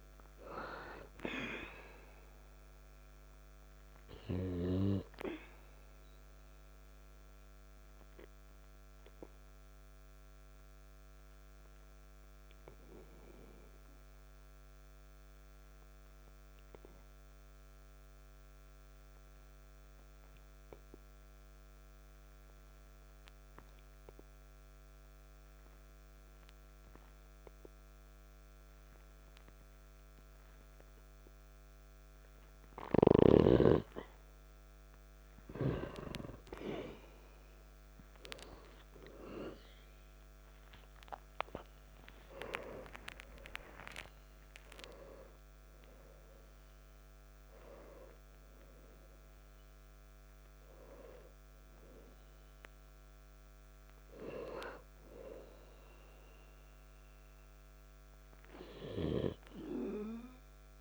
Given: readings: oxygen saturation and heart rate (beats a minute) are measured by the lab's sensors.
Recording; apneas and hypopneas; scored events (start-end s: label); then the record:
breathing in sleep by a microphone on the trachea; 1
0.00-23.50 s: oxygen desaturation (device-marked, oxygen 91% lowest, heart rate 50 extreme)
11.50-32.50 s: obstructive apnea (oxygen 97% before, 89% lowest, heart rate 55 before, 50 extreme, up 2 after)
36.50-55.50 s: oxygen desaturation (device-marked, oxygen 98% before, 91% lowest, heart rate 53 before, 54 extreme)
38.50-43.50 s: arousal
From the record:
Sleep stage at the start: N2 (light sleep); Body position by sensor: on the back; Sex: male